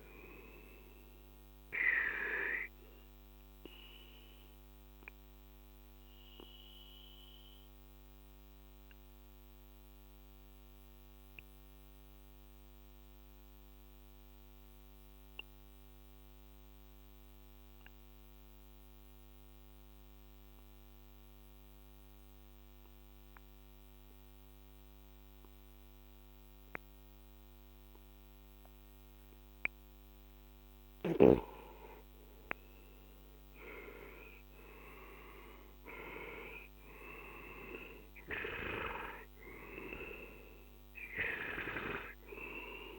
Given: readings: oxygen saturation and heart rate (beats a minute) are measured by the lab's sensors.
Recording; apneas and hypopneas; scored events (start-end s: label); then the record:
breathing in sleep by a microphone on the trachea; 1
0.00-7.00 s: oxygen desaturation (device-marked, oxygen 92% lowest, heart rate 40 extreme)
3.00-30.00 s: obstructive apnea (oxygen 97% before, 91% lowest, heart rate 51 before, 40 extreme, up 14 after)
32.00-36.00 s: arousal
33.00-42.99 s: oxygen desaturation (device-marked, oxygen 98% before, 91% lowest, heart rate 46 before, 41 extreme)
From the record:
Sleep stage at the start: N2 (light sleep); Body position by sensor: on the left side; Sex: male